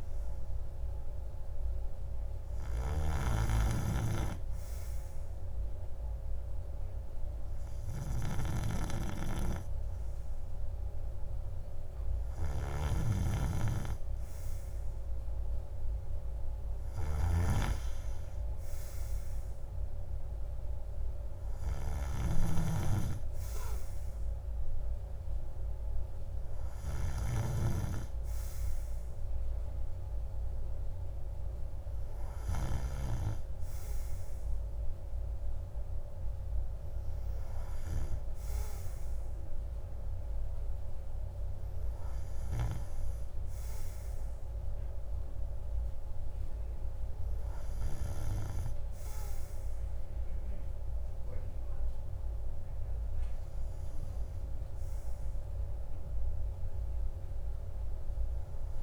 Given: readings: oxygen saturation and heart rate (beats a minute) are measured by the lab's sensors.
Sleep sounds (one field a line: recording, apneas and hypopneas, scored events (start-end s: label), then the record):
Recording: breathing in sleep by a room microphone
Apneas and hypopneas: none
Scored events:
none scored
From the record:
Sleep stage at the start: N2 (light sleep)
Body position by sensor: on the right side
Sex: male